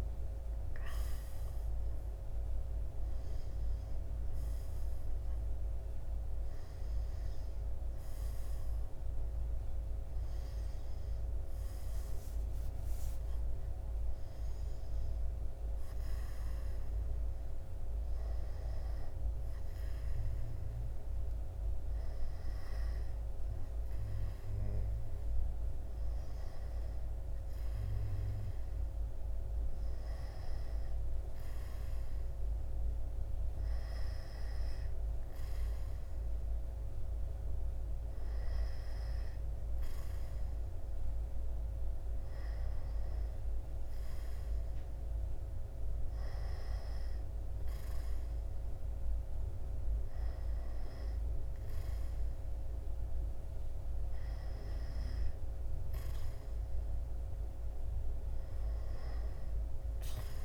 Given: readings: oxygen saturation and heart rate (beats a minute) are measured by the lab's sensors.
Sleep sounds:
a person partly awake in a sleep study, hard to hear, by a room microphone; none
5.00-35.00 s: new sleep stage, N1 (lightest sleep)
35.00-60.45 s: new sleep stage, N2 (light sleep)
From the record:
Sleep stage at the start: awake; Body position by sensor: on the back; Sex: male

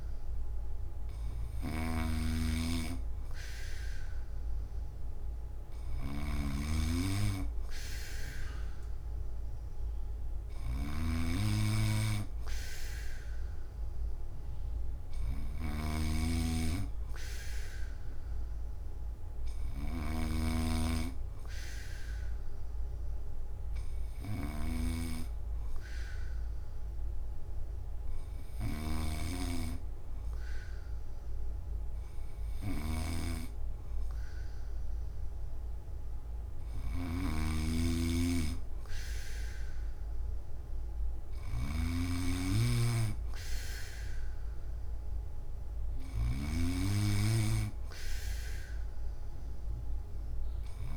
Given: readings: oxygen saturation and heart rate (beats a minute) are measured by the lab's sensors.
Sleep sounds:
breathing in sleep by a room microphone; none
0.00-50.96 s: snoring (device-marked)
From the record:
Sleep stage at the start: N3 (deep sleep); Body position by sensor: on the back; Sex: male

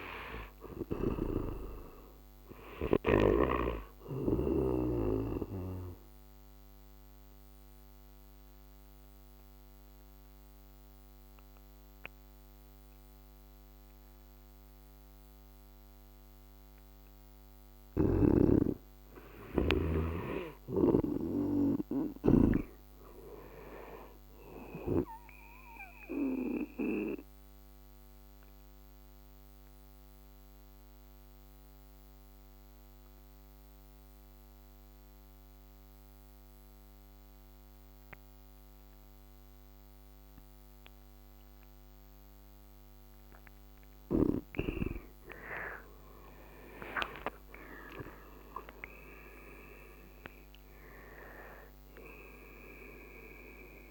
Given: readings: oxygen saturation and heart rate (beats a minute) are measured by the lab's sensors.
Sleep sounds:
breathing in sleep by a microphone on the trachea; 2
0.50-17.50 s: oxygen desaturation (device-marked, oxygen 97% before, 86% lowest, heart rate 73 before, 65 extreme)
4.50-17.50 s: obstructive apnea (oxygen 97% before, 86% lowest, heart rate 74 before, 65 extreme, up 6 after)
17.50-21.00 s: snoring (device-marked)
19.00-22.00 s: arousal
19.50-44.50 s: oxygen desaturation (device-marked, oxygen 97% before, 88% lowest, heart rate 76 before, 65 extreme)
26.50-42.50 s: obstructive apnea (oxygen 97% before, 86% lowest, heart rate 76 before, 65 extreme, up 18 after)
45.00-50.00 s: arousal
46.50-53.91 s: oxygen desaturation (device-marked, oxygen 96% before, 89% lowest, heart rate 70 before, 65 extreme)
From the record:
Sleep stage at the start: N2 (light sleep); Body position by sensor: on the right side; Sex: male

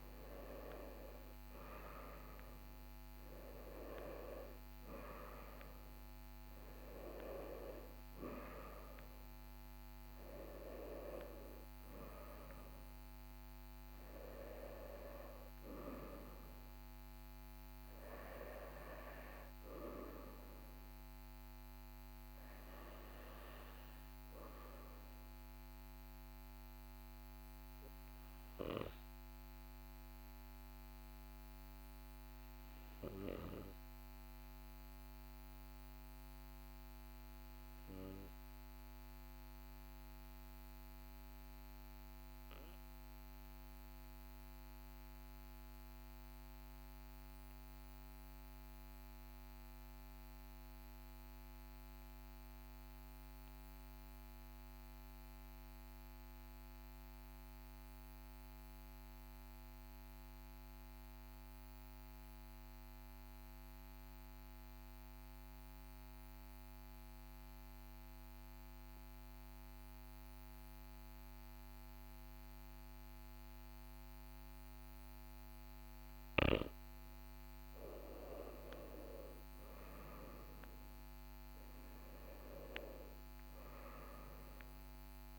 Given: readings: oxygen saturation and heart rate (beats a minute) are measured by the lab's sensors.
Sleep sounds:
breathing in sleep by a microphone on the trachea; 1
0.00-3.00 s: arousal
0.00-35.00 s: oxygen desaturation (device-marked, oxygen 81% lowest, heart rate 42 extreme)
39.00-76.50 s: obstructive apnea (oxygen 100% before, 88% lowest, heart rate 46 before, 43 extreme, up 5 after)
62.00-85.39 s: oxygen desaturation (device-marked, oxygen 99% before, 88% lowest, heart rate 43 before, 42 extreme)
77.50-82.00 s: arousal
From the record:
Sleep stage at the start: REM sleep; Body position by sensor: on the right side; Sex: male

